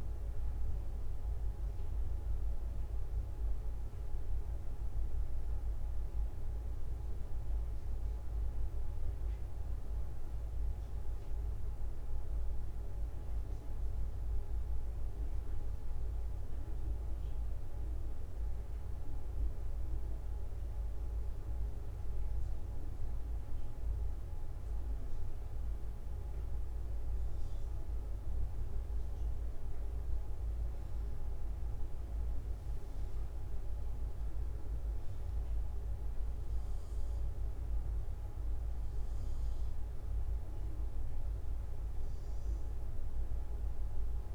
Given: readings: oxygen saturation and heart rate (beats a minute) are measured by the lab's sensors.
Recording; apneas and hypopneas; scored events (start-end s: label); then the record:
a person partly awake in a sleep study, hard to hear, by a room microphone; none
4.00-44.35 s: new sleep stage, N1 (lightest sleep)
From the record:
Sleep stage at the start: awake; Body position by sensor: on the back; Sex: male